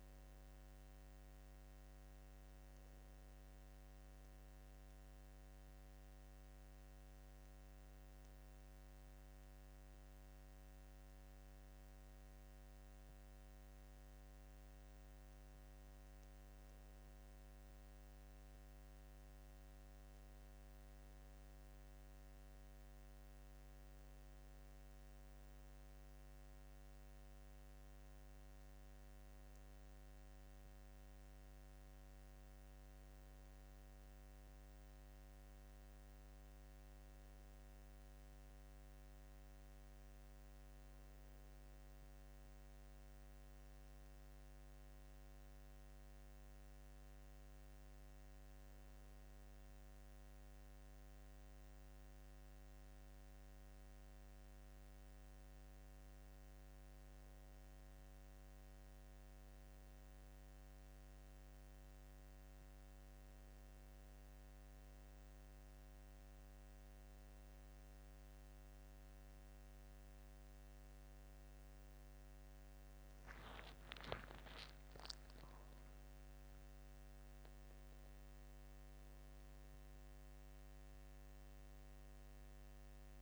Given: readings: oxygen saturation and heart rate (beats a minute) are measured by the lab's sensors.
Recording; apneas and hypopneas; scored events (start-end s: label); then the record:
breathing in sleep, hard to hear, by a microphone on the trachea; 1
0.00-14.00 s: oxygen desaturation (device-marked, oxygen 92% lowest, heart rate 74 extreme)
5.50-15.50 s: obstructive apnea (oxygen 99% before, 92% lowest, heart rate 76 before, 74 extreme, up 3 after)
16.50-21.00 s: arousal
74.00-78.00 s: arousal
From the record:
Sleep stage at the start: N2 (light sleep); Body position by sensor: on the back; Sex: male